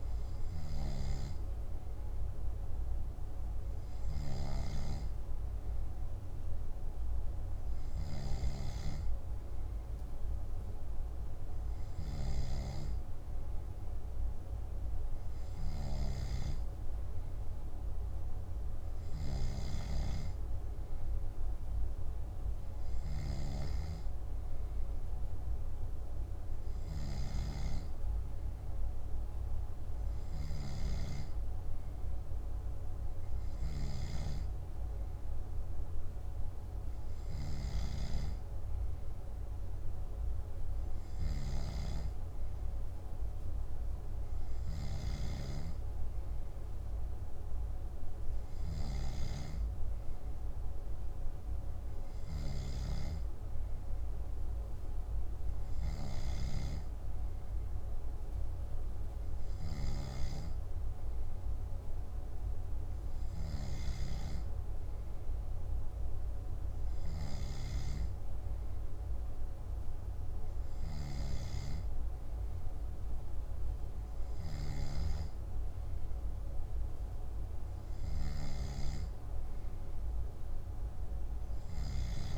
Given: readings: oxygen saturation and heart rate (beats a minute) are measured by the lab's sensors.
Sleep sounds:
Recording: breathing in sleep by a room microphone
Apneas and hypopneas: none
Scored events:
none scored
From the record:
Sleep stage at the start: N2 (light sleep)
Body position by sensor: on the back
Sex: male

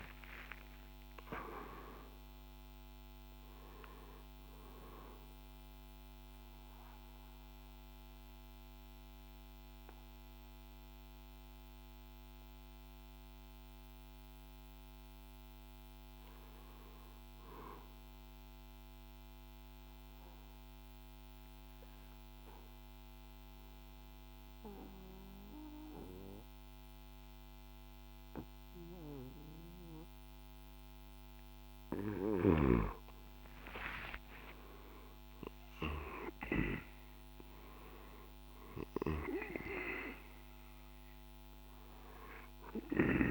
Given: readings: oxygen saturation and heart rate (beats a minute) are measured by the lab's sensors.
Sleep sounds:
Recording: breathing in sleep by a microphone on the trachea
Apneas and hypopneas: 1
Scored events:
0.00-1.00 s: arousal
0.00-10.00 s: drop in pulse transit time (device-marked, heart rate 58 before, 59 extreme)
13.00-24.00 s: oxygen desaturation (device-marked, oxygen 96% before, 89% lowest, heart rate 65 before, 53 extreme)
18.50-31.50 s: obstructive apnea (oxygen 97% before, 89% lowest, heart rate 65 before, 53 extreme, up 8 after)
37.00-43.31 s: drop in pulse transit time (device-marked, heart rate 57 before, 58 extreme)
From the record:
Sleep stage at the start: N2 (light sleep)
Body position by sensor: on the right side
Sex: male

